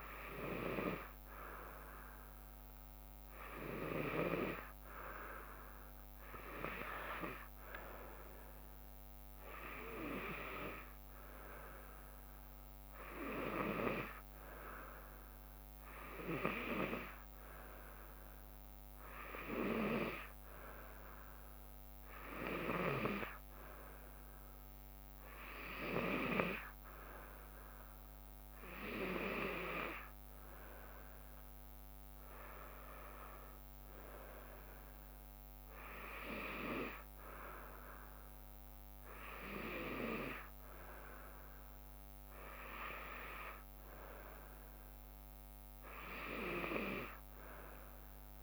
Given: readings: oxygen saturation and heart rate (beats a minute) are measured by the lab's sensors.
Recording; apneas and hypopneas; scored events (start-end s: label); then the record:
breathing in sleep by a microphone on the trachea; none
0.00-1.50 s: drop in pulse transit time (device-marked, heart rate 75 extreme)
32.50-44.50 s: drop in pulse transit time (device-marked, heart rate 75 before, 75 extreme)
From the record:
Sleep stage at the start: N2 (light sleep); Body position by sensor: on the back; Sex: female